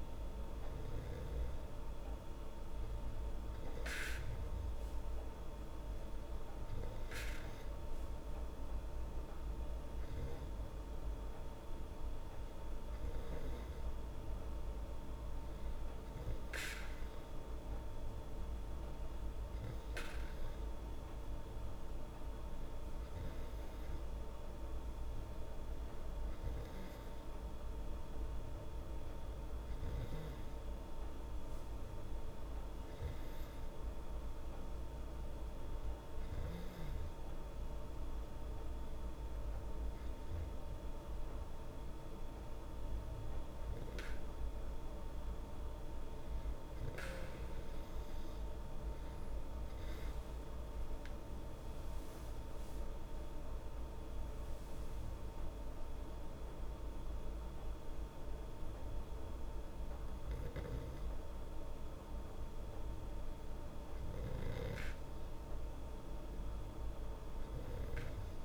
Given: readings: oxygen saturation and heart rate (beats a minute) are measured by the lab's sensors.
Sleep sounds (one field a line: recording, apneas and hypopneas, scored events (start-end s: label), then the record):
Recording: breathing in sleep, hard to hear, by a room microphone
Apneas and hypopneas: 1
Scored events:
36.50-46.50 s: hypopnea (oxygen 97% before, 95% lowest, heart rate 74 before, 73 extreme, up 6 after)
48.00-52.50 s: arousal
From the record:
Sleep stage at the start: N2 (light sleep)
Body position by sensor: on the back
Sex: female